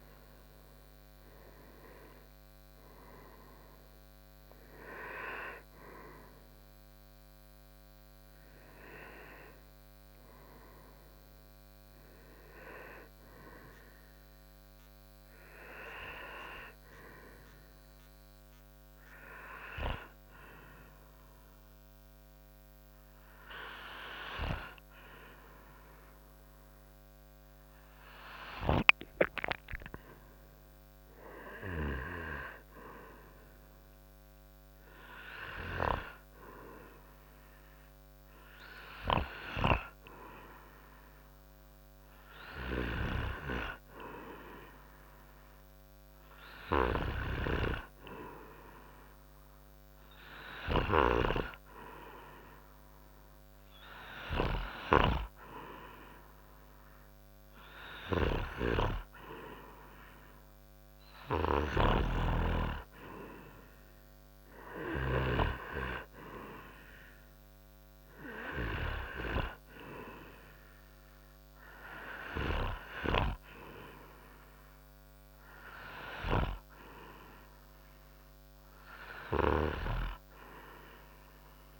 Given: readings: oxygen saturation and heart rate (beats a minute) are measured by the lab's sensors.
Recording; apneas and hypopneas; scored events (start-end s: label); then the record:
breathing in sleep by a microphone on the trachea; 1
18.50-57.00 s: hypopnea (oxygen 94% before, 93% lowest)
55.50-77.50 s: oxygen desaturation (device-marked, oxygen 97% before, 93% lowest)
59.00-62.50 s: arousal
62.50-66.00 s: snoring (device-marked)
From the record:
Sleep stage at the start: N2 (light sleep); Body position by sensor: on the front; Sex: male